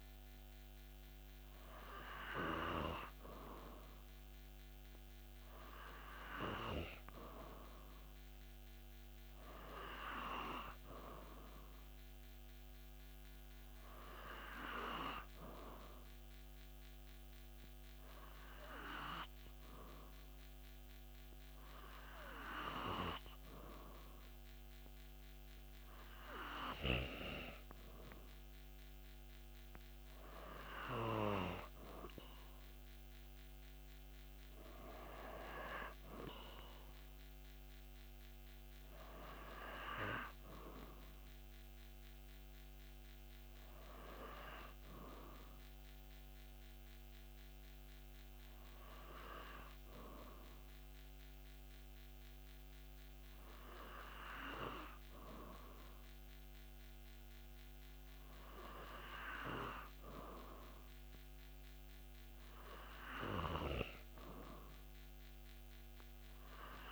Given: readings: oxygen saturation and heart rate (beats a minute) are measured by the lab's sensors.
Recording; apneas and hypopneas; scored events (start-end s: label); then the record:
breathing in sleep by a microphone on the trachea; none
none scored
From the record:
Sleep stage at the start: N2 (light sleep); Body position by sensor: on the back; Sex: male